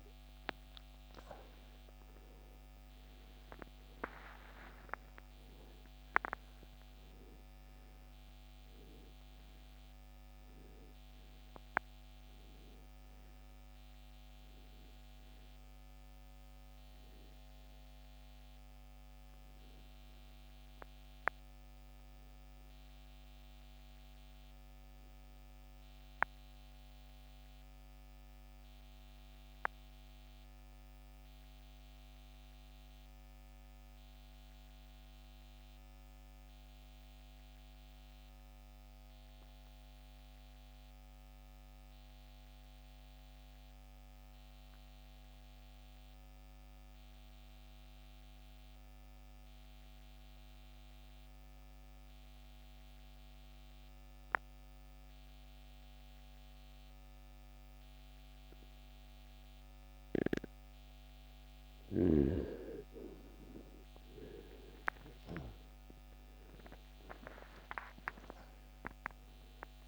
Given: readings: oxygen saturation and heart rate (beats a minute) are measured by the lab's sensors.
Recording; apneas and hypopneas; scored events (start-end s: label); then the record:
breathing in sleep by a microphone on the trachea; 1
0.00-1.50 s: arousal
5.00-53.00 s: oxygen desaturation (device-marked, oxygen 97% before, 80% lowest, heart rate 58 before, 43 extreme)
26.00-60.50 s: mixed apnea (oxygen 97% before, 80% lowest, heart rate 77 before, 43 extreme, up 30 after)
64.00-69.87 s: arousal
From the record:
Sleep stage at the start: N2 (light sleep); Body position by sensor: on the right side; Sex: male